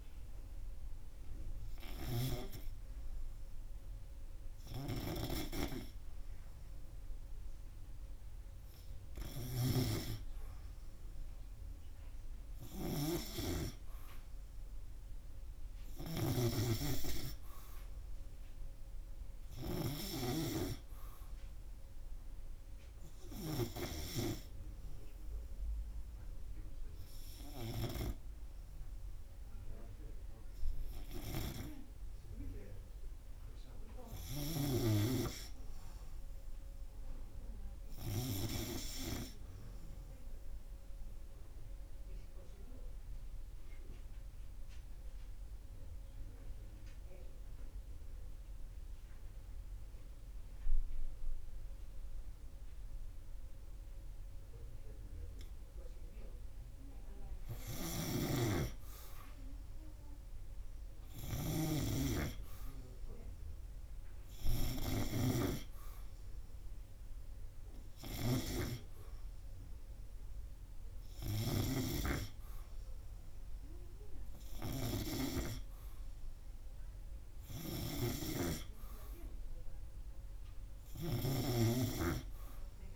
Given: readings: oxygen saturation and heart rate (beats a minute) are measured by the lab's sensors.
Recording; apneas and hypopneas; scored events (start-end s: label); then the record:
breathing in sleep by a room microphone; 1
35.50-39.00 s: arousal
41.50-57.50 s: obstructive apnea (oxygen 98% before, 93% lowest, heart rate 85 before, 78 extreme, up 3 after)
59.50-64.00 s: arousal
68.50-72.50 s: snoring (device-marked)
From the record:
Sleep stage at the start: N2 (light sleep); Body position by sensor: on the right side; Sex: male